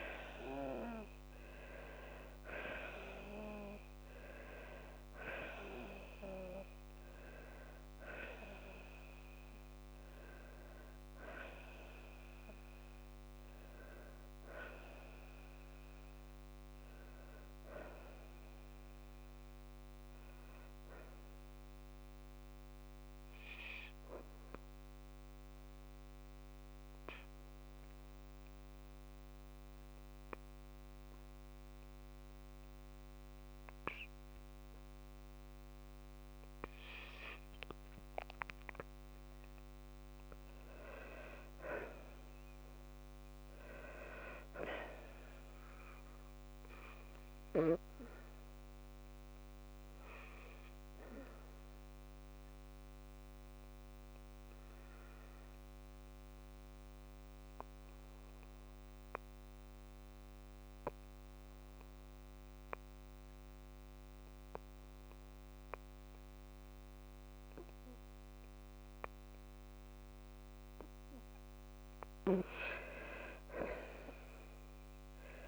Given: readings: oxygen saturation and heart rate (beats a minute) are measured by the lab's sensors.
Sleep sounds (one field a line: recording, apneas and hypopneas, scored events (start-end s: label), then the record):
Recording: breathing in sleep by a microphone on the trachea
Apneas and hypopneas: 2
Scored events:
23.00-37.00 s: hypopnea (oxygen 98% before, 91% lowest, heart rate 61 before, 55 extreme, up 1 after)
28.00-40.00 s: oxygen desaturation (device-marked, oxygen 97% before, 91% lowest, heart rate 59 before, 54 extreme)
38.50-42.00 s: arousal
52.00-67.00 s: obstructive apnea (oxygen 99% before, 92% lowest, heart rate 56 before, 54 extreme, up 2 after)
73.00-75.48 s: arousal
From the record:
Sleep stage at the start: N2 (light sleep)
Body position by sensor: on the back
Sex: female